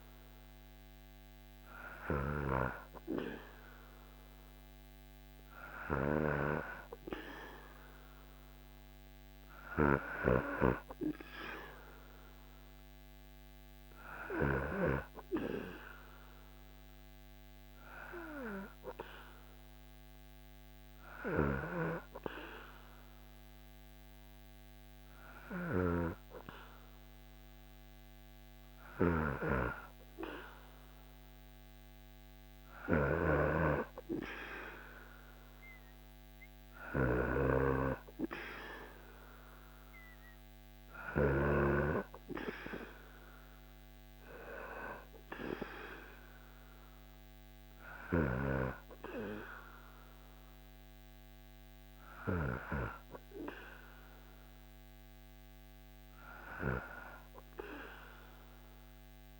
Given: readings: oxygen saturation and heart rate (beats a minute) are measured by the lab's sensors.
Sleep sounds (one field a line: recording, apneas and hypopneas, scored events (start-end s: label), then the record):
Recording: breathing in sleep by a microphone on the trachea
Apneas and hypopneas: 1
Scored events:
0.00-2.00 s: snoring (device-marked)
7.50-12.50 s: arousal
17.50-30.50 s: hypopnea (oxygen 97% before, 94% lowest, heart rate 80 before, 77 extreme, up 0 after)
20.50-32.50 s: snoring (device-marked)
32.00-36.50 s: arousal
From the record:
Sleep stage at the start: N2 (light sleep)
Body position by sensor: on the back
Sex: male